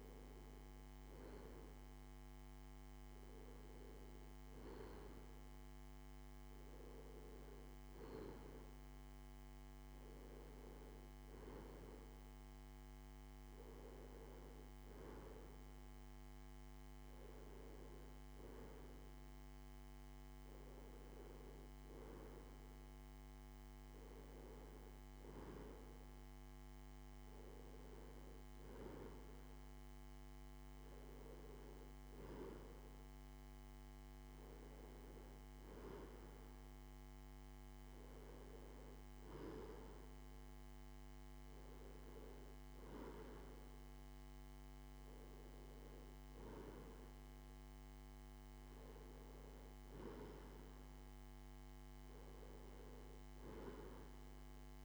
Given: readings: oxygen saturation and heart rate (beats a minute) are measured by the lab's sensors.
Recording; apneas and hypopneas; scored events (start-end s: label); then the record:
breathing in sleep by a microphone on the trachea; none
none scored
From the record:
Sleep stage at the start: N2 (light sleep); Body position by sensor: on the left side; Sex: male